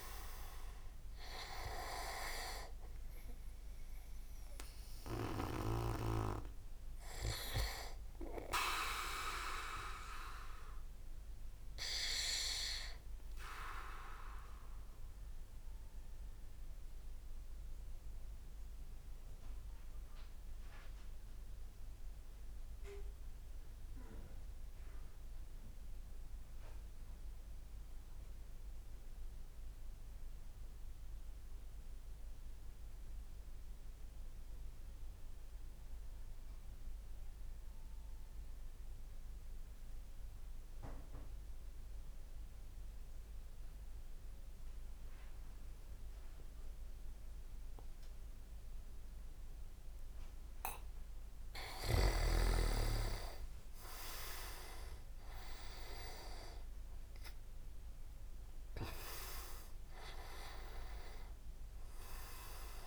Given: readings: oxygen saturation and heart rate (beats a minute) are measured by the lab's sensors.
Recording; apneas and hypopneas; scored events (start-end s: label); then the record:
breathing in sleep by a room microphone; 1
0.00-9.00 s: oxygen desaturation (device-marked, oxygen 93% lowest)
14.00-49.50 s: obstructive apnea (oxygen 98% before, 93% lowest)
44.00-62.87 s: oxygen desaturation (device-marked, oxygen 99% before, 93% lowest)
48.00-50.00 s: tachycardia (device-marked)
52.00-54.50 s: leg movement (device-marked)
52.00-57.50 s: arousal
From the record:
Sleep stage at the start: N2 (light sleep); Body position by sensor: on the back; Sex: male